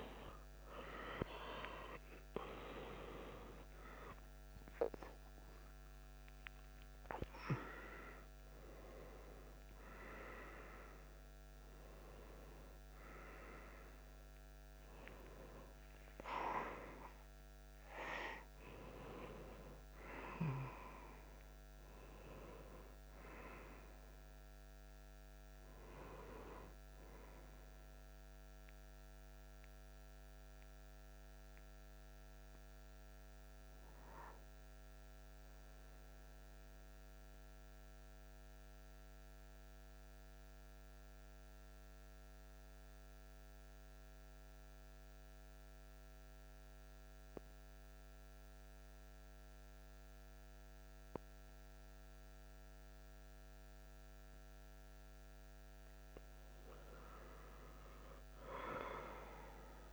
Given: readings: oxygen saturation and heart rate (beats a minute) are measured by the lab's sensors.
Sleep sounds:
breathing in sleep by a microphone on the trachea; 1
0.00-21.00 s: oxygen desaturation (device-marked, oxygen 90% lowest)
23.00-27.50 s: arousal
29.50-54.00 s: central apnea (oxygen 98% before, 93% lowest)
55.50-59.50 s: arousal
From the record:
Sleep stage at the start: N2 (light sleep); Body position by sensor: on the back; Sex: male

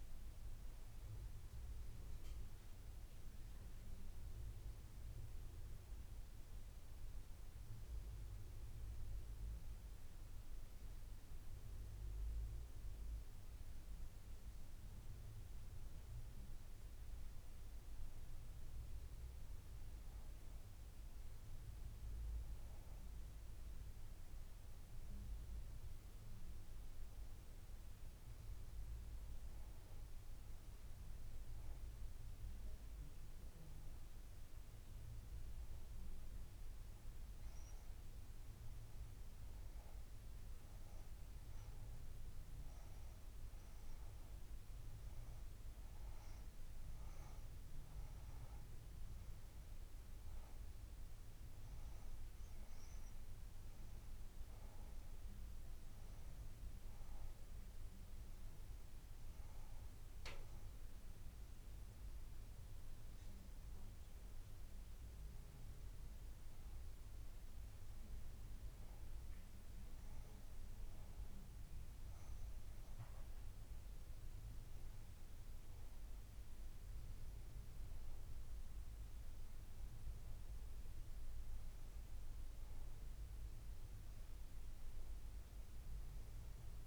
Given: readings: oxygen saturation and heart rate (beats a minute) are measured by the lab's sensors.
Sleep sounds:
breathing in sleep, hard to hear, by a room microphone; none
none scored
From the record:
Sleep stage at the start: N2 (light sleep); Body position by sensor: on the back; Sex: female

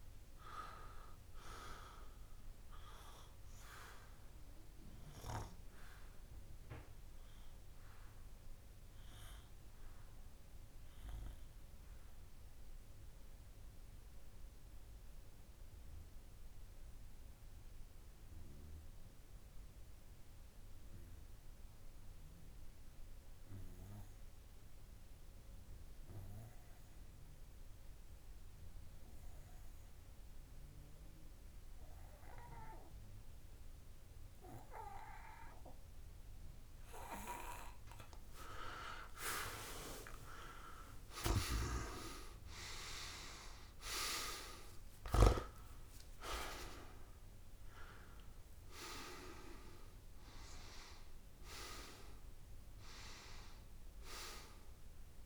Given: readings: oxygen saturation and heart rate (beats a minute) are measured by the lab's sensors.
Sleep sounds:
breathing in sleep by a room microphone; 1
4.50-6.50 s: long interval between heartbeats (device-marked)
4.50-38.00 s: obstructive apnea (oxygen 99% before, 93% lowest)
9.00-11.00 s: long interval between heartbeats (device-marked)
13.00-15.00 s: long interval between heartbeats (device-marked)
17.50-19.50 s: long interval between heartbeats (device-marked)
20.50-22.50 s: long interval between heartbeats (device-marked, heart rate 32 before, 47 extreme)
29.00-31.00 s: long interval between heartbeats (device-marked, heart rate 42 before, 48 extreme)
32.50-34.50 s: long interval between heartbeats (device-marked, heart rate 45 before, 77 extreme)
35.00-51.00 s: oxygen desaturation (device-marked, oxygen 99% before, 93% lowest)
40.00-42.00 s: long interval between heartbeats (device-marked, heart rate 49 before, 32 extreme)
40.50-44.50 s: arousal
From the record:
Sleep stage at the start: N2 (light sleep); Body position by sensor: on the back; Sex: male

